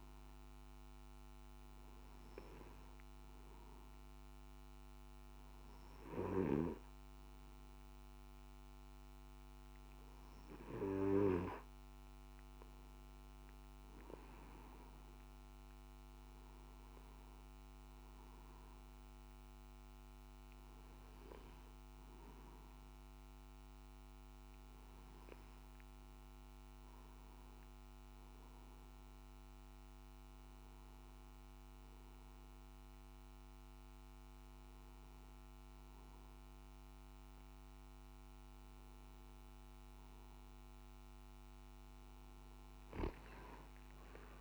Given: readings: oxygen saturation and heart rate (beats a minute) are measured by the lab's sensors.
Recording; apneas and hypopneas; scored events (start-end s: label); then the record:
breathing in sleep by a microphone on the trachea; none
none scored
From the record:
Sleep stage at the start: N2 (light sleep); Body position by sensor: on the back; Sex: male